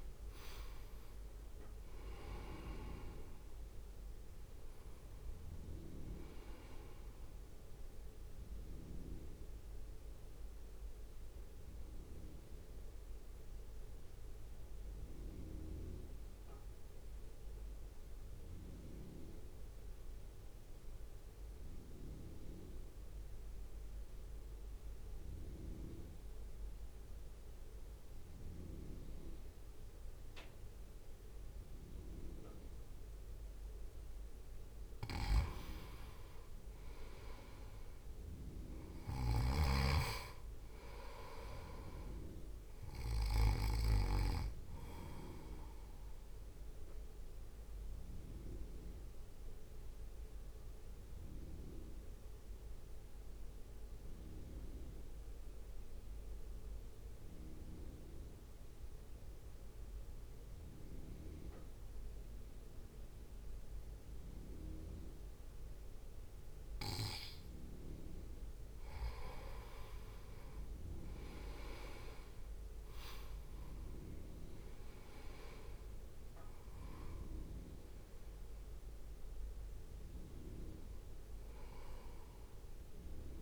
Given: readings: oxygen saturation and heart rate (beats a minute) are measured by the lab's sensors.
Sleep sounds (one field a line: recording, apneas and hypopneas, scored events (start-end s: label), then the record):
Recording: breathing in sleep by a room microphone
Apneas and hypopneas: 2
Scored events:
0.00-3.50 s: arousal
0.00-27.00 s: oxygen desaturation (device-marked, oxygen 86% lowest, heart rate 55 extreme)
2.00-16.00 s: drop in pulse transit time (device-marked, heart rate 60 before, 57 extreme)
8.50-33.00 s: central apnea (oxygen 98% before, 86% lowest, heart rate 59 before, 55 extreme, up 3 after)
37.00-40.50 s: arousal
37.00-62.00 s: oxygen desaturation (device-marked, oxygen 98% before, 92% lowest, heart rate 64 before, 55 extreme)
46.00-67.00 s: central apnea (oxygen 98% before, 87% lowest, heart rate 64 before, 55 extreme, up 7 after)
71.00-83.42 s: oxygen desaturation (device-marked, oxygen 97% before, 90% lowest, heart rate 62 before, 57 extreme)
73.00-77.50 s: arousal
73.00-83.42 s: drop in pulse transit time (device-marked, heart rate 63 before, 58 extreme)
From the record:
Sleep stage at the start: N2 (light sleep)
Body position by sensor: on the right side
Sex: male